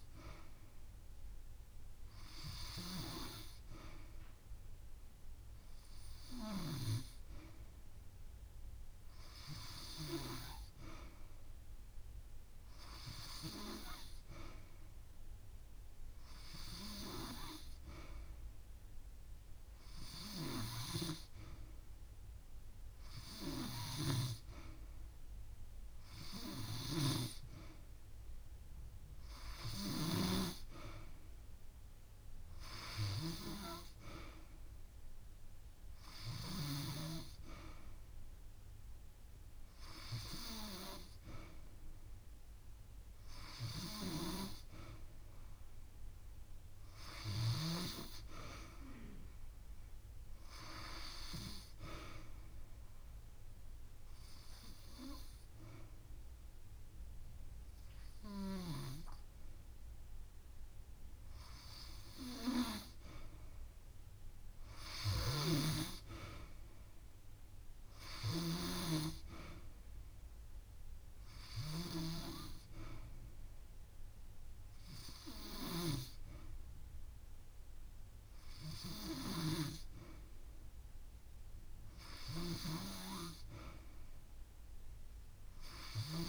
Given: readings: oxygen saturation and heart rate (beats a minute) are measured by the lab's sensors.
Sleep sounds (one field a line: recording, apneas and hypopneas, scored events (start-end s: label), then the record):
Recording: breathing in sleep by a room microphone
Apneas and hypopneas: 1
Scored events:
0.00-7.50 s: drop in pulse transit time (device-marked)
3.50-5.50 s: long interval between heartbeats (device-marked)
23.00-25.00 s: long interval between heartbeats (device-marked)
23.50-27.50 s: drop in pulse transit time (device-marked)
28.50-30.50 s: long interval between heartbeats (device-marked)
46.00-49.00 s: arousal
52.00-63.50 s: obstructive apnea (oxygen 94% before, 93% lowest)
53.50-61.50 s: drop in pulse transit time (device-marked)
58.50-60.50 s: long interval between heartbeats (device-marked)
64.50-65.50 s: drop in pulse transit time (device-marked)
65.00-68.00 s: arousal
From the record:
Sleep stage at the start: N2 (light sleep)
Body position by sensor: on the back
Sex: female